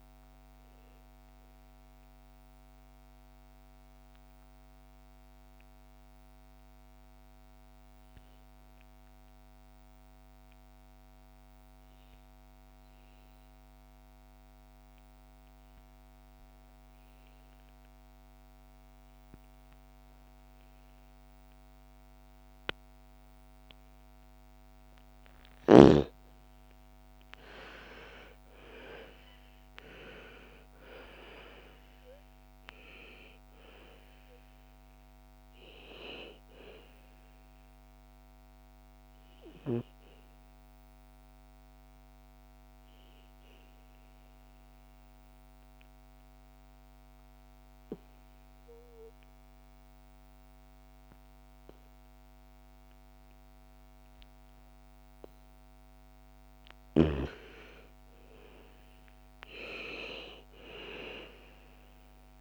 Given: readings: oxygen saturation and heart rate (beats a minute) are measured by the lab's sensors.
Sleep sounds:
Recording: breathing in sleep by a microphone on the trachea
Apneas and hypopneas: 2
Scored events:
0.00-14.50 s: oxygen desaturation (device-marked, oxygen 85% lowest, heart rate 56 extreme)
2.50-24.00 s: obstructive apnea (oxygen 99% before, 85% lowest, heart rate 65 before, 56 extreme, up 13 after)
26.00-30.00 s: arousal
26.50-48.50 s: oxygen desaturation (device-marked, oxygen 99% before, 85% lowest, heart rate 58 before, 58 extreme)
39.50-55.00 s: obstructive apnea (oxygen 99% before, 80% lowest, heart rate 63 before, 56 extreme, up 9 after)
56.00-60.50 s: arousal
From the record:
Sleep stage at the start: N2 (light sleep)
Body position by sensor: on the back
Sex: female

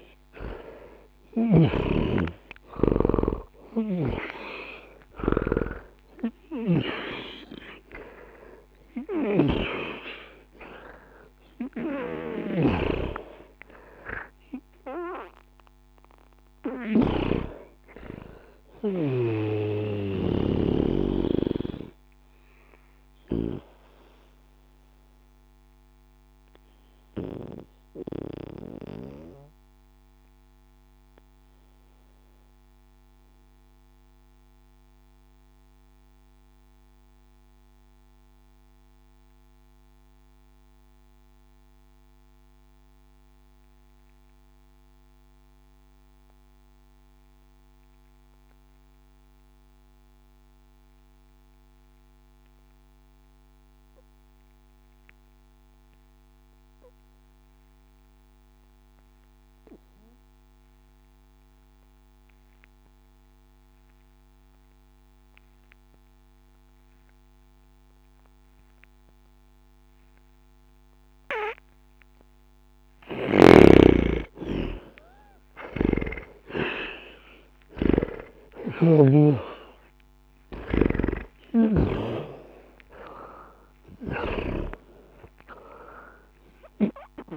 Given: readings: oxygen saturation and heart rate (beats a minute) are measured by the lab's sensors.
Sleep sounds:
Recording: breathing in sleep by a microphone on the trachea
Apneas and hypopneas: 1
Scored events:
0.00-1.50 s: snoring (device-marked)
0.00-3.50 s: arousal
0.00-44.00 s: oxygen desaturation (device-marked, oxygen 76% lowest, heart rate 61 extreme)
6.00-9.50 s: snoring (device-marked)
16.50-20.50 s: snoring (device-marked)
24.00-72.50 s: mixed apnea (oxygen 93% before, 74% lowest, heart rate 149 before, 61 extreme, up 15 after)
67.00-87.37 s: oxygen desaturation (device-marked, oxygen 98% before, 74% lowest, heart rate 61 before, 60 extreme)
73.00-87.37 s: snoring (device-marked)
75.50-81.00 s: arousal
From the record:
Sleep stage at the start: N2 (light sleep)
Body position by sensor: on the back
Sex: male

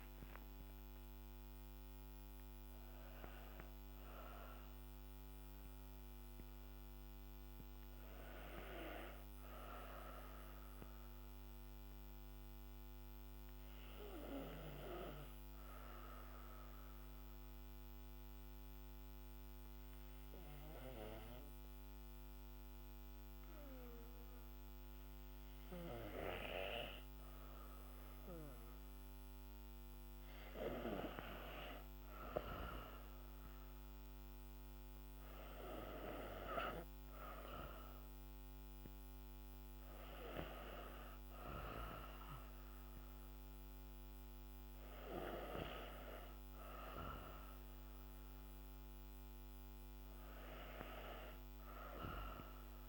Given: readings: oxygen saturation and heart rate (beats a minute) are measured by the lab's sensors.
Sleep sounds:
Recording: breathing in sleep by a microphone on the trachea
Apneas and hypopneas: 1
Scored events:
0.00-17.50 s: oxygen desaturation (device-marked, oxygen 91% lowest, heart rate 54 extreme)
9.00-27.50 s: obstructive apnea (oxygen 97% before, 91% lowest, heart rate 62 before, 54 extreme, up 4 after)
29.50-33.00 s: arousal
36.50-52.89 s: oxygen desaturation (device-marked, oxygen 98% before, 93% lowest, heart rate 56 before, 51 extreme)
From the record:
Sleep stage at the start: N2 (light sleep)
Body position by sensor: on the back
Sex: female

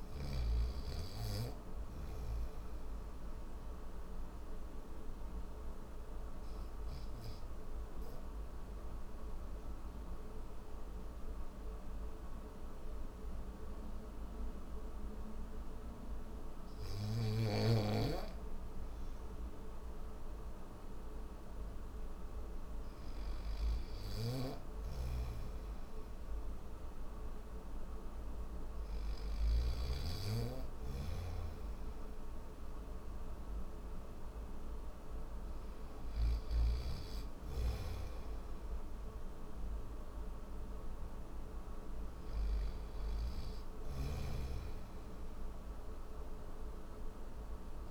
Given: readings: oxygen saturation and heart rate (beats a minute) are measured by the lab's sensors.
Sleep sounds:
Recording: breathing in sleep, hard to hear, by a room microphone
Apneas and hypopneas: none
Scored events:
23.50-29.00 s: snoring (device-marked)
33.00-47.91 s: oxygen desaturation (device-marked, oxygen 97% before, 91% lowest, heart rate 70 before, 71 extreme)
42.50-47.91 s: snoring (device-marked)
From the record:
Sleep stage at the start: N1 (lightest sleep)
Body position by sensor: on the back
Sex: male

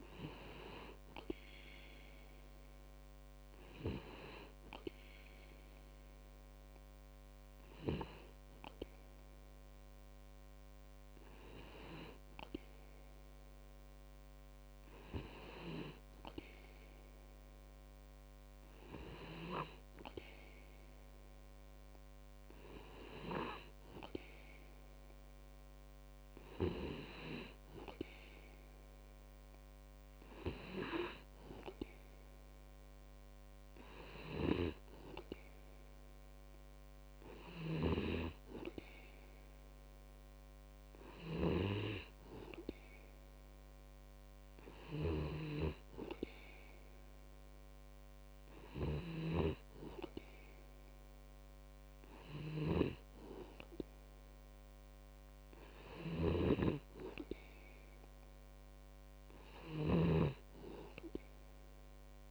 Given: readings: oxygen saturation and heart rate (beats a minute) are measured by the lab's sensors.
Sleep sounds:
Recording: breathing in sleep by a microphone on the trachea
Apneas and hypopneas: none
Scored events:
60.00-62.31 s: snoring (device-marked)
From the record:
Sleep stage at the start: N2 (light sleep)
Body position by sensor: on the back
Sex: male

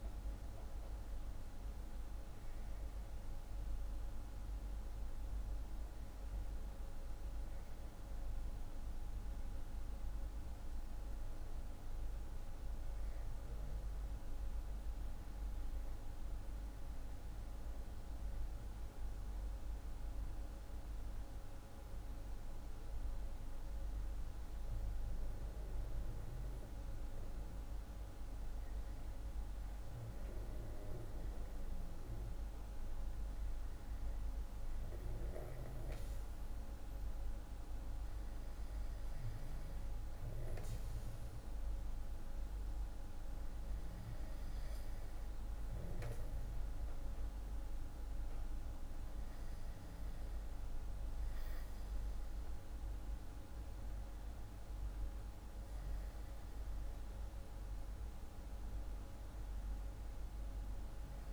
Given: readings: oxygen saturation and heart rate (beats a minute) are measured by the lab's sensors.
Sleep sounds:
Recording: breathing in sleep, hard to hear, by a room microphone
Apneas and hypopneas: 1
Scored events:
19.00-37.50 s: hypopnea (oxygen 96% before, 95% lowest, heart rate 48 before, 45 extreme, up 3 after)
39.50-43.00 s: arousal
From the record:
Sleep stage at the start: N2 (light sleep)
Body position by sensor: on the back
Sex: male

